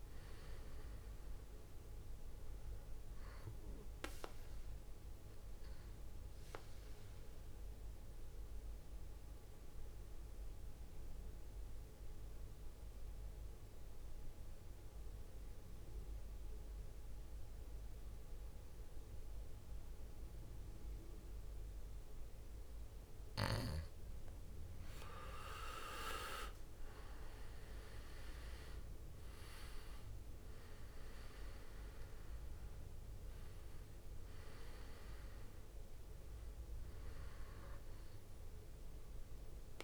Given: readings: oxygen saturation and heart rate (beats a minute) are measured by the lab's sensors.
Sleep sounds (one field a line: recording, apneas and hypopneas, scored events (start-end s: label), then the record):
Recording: breathing in sleep by a room microphone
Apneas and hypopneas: 1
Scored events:
0.00-3.00 s: arousal
7.50-23.50 s: mixed apnea (oxygen 96% before, 90% lowest, heart rate 65 before, 53 extreme, up 14 after)
25.00-26.50 s: leg movement (device-marked)
25.50-29.50 s: arousal
25.50-39.84 s: oxygen desaturation (device-marked, oxygen 96% before, 90% lowest, heart rate 61 before, 53 extreme)
27.50-39.84 s: drop in pulse transit time (device-marked, heart rate 61 before, 58 extreme)
From the record:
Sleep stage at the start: N2 (light sleep)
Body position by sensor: on the back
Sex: male